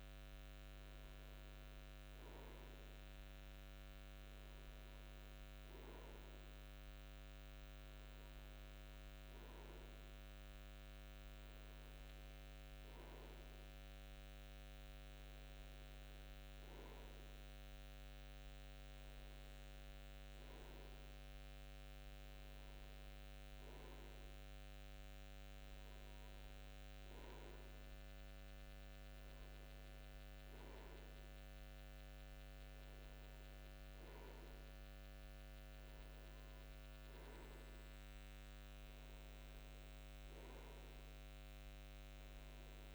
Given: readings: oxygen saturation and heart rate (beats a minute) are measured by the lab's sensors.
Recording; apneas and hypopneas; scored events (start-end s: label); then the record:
breathing in sleep, hard to hear, by a microphone on the trachea; none
none scored
From the record:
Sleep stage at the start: N2 (light sleep); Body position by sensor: on the front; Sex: male